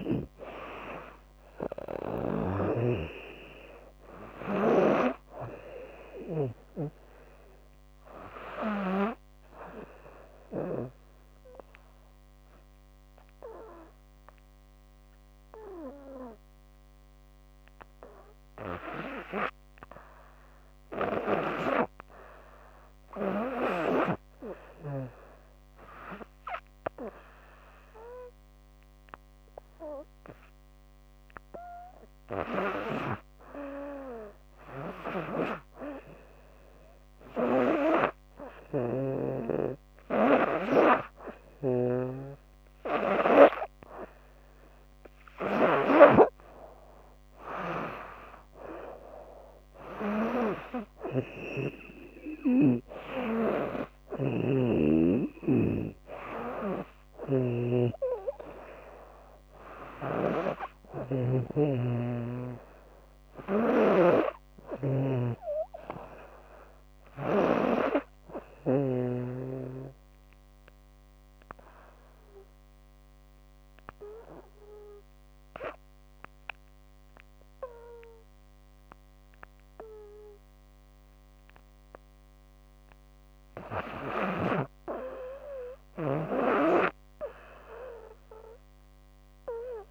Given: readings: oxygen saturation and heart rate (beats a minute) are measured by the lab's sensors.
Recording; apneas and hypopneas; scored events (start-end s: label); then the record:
breathing in sleep by a microphone on the trachea; 3
0.00-17.00 s: oxygen desaturation (device-marked, oxygen 92% lowest, heart rate 68 extreme)
3.50-10.00 s: snoring (device-marked)
8.50-18.50 s: obstructive apnea (oxygen 98% before, 92% lowest, heart rate 89 before, 68 extreme, up 1 after)
20.50-24.50 s: arousal
34.00-60.00 s: oxygen desaturation (device-marked, oxygen 99% before, 92% lowest, heart rate 70 before, 67 extreme)
35.50-46.00 s: hypopnea (oxygen 100% before, 92% lowest, heart rate 70 before, 76 extreme, up 16 after)
37.50-57.00 s: snoring (device-marked)
48.50-52.50 s: arousal
59.00-67.00 s: snoring (device-marked)
69.50-81.00 s: obstructive apnea (oxygen 95% before, 88% lowest, heart rate 87 before, 65 extreme)
84.00-88.00 s: arousal
From the record:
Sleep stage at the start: N2 (light sleep); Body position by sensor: on the back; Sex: female